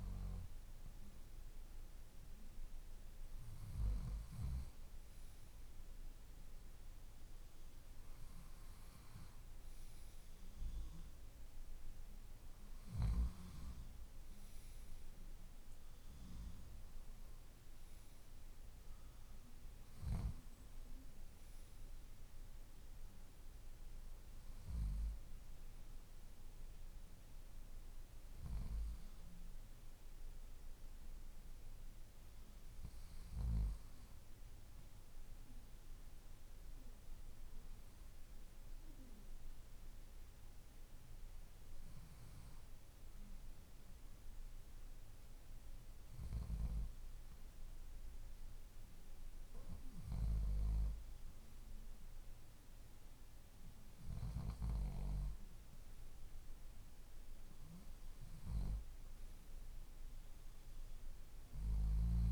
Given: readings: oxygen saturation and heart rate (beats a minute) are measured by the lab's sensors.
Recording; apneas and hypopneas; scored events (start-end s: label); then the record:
breathing in sleep by a room microphone; none
none scored
From the record:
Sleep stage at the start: N2 (light sleep); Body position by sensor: on the left side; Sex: male